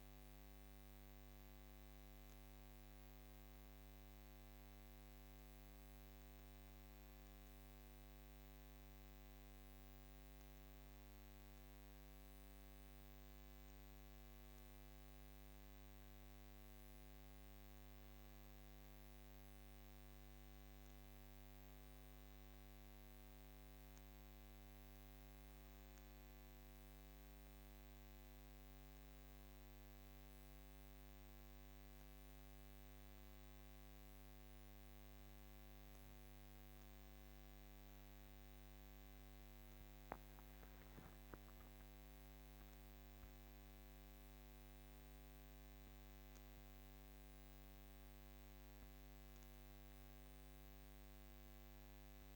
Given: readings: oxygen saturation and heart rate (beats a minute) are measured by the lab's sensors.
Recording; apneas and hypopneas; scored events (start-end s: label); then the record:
breathing in sleep, hard to hear, by a microphone on the trachea; none
40.50-52.35 s: new sleep stage, N1 (lightest sleep)
From the record:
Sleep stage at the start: N2 (light sleep); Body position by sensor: on the back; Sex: female